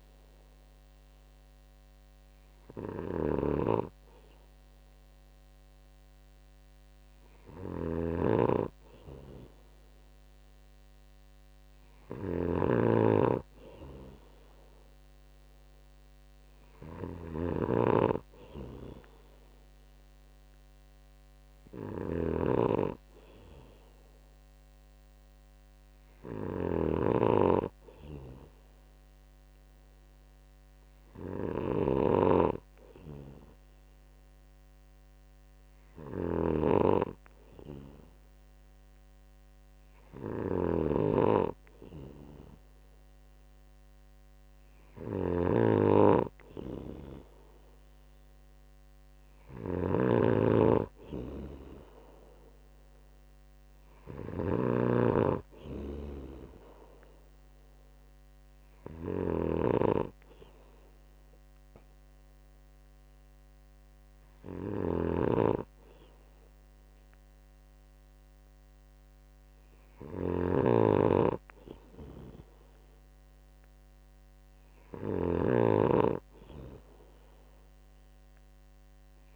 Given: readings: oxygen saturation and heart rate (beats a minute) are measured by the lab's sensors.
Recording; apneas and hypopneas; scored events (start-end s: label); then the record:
breathing in sleep by a microphone on the trachea; none
0.00-79.36 s: snoring (device-marked)
From the record:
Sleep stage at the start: N2 (light sleep); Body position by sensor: on the right side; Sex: male